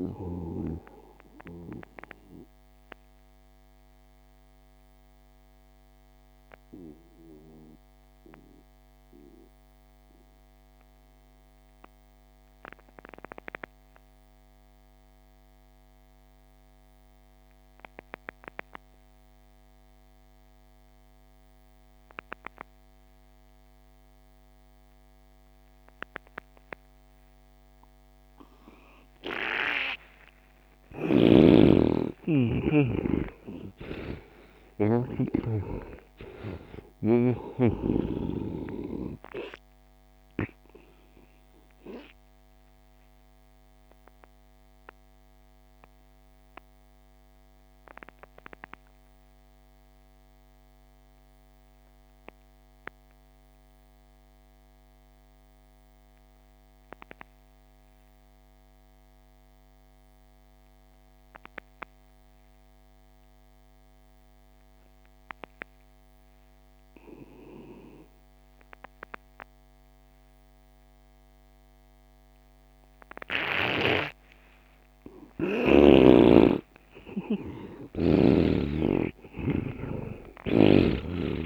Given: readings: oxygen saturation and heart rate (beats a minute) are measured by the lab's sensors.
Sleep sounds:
breathing in sleep by a microphone on the trachea; 2
0.00-12.00 s: oxygen desaturation (device-marked, oxygen 80% lowest)
1.50-30.00 s: mixed apnea (oxygen 99% before, 80% lowest)
23.00-54.00 s: oxygen desaturation (device-marked, oxygen 99% before, 86% lowest)
31.00-35.50 s: snoring (device-marked)
32.00-35.50 s: arousal
42.50-75.00 s: obstructive apnea (oxygen 99% before, 80% lowest)
68.00-81.46 s: oxygen desaturation (device-marked, oxygen 99% before, 80% lowest)
76.00-80.50 s: arousal
From the record:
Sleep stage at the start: N2 (light sleep); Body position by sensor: on the right side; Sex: male

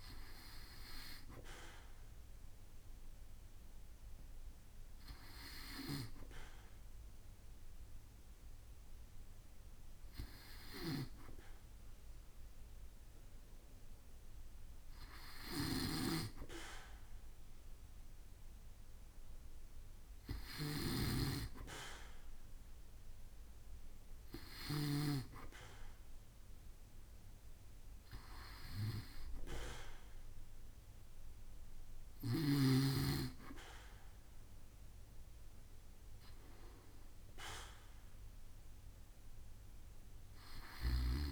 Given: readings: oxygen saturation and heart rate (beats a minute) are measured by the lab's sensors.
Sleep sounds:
breathing in sleep by a room microphone; none
none scored
From the record:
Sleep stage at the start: N2 (light sleep); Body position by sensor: on the back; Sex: male

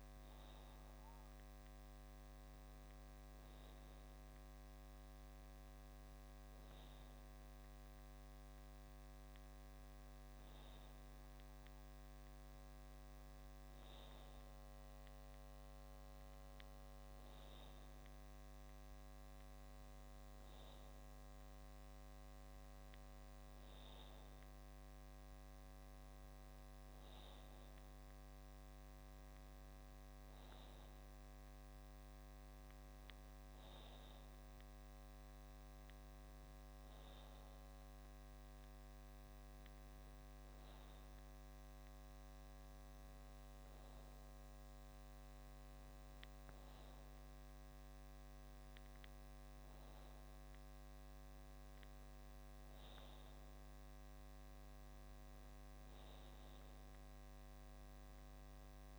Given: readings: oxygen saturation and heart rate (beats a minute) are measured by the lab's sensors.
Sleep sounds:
breathing in sleep, hard to hear, by a microphone on the trachea; none
none scored
From the record:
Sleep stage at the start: N2 (light sleep); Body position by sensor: on the back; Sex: male

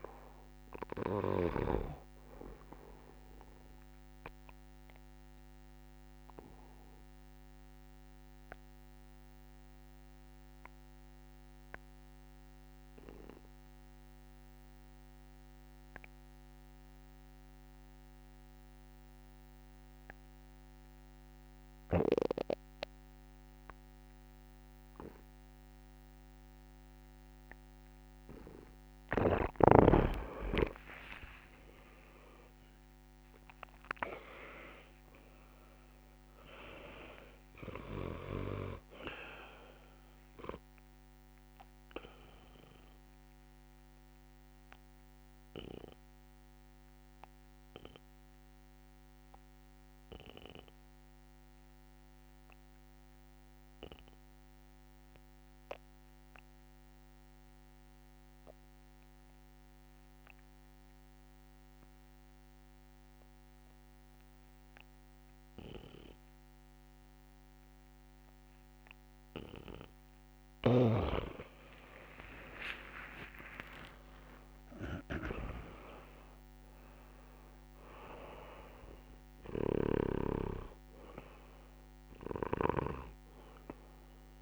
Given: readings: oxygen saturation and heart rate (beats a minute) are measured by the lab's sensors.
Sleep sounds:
breathing in sleep by a microphone on the trachea; 2
0.00-14.50 s: oxygen desaturation (device-marked, oxygen 82% lowest, heart rate 27 extreme)
4.00-28.50 s: obstructive apnea (oxygen 100% before, 82% lowest)
26.50-55.50 s: oxygen desaturation (device-marked, oxygen 98% before, 83% lowest)
30.50-32.50 s: long interval between heartbeats (device-marked, heart rate 70 before, 70 extreme)
30.50-34.50 s: arousal
41.00-69.00 s: obstructive apnea (oxygen 99% before, 83% lowest, heart rate 58 before, 56 extreme, up 17 after)
42.00-44.00 s: long interval between heartbeats (device-marked, heart rate 56 before, 38 extreme)
46.00-48.00 s: long interval between heartbeats (device-marked, heart rate 50 before, 72 extreme)
54.50-56.50 s: long interval between heartbeats (device-marked, heart rate 47 before, 65 extreme)
65.50-84.42 s: oxygen desaturation (device-marked, oxygen 99% before, 83% lowest, heart rate 66 before, 68 extreme)
72.00-74.00 s: long interval between heartbeats (device-marked, heart rate 68 before, 73 extreme)
72.00-76.00 s: arousal
74.00-76.00 s: long interval between heartbeats (device-marked, heart rate 70 before, 82 extreme)
79.50-83.00 s: snoring (device-marked)
From the record:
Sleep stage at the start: N2 (light sleep); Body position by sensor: on the back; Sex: male

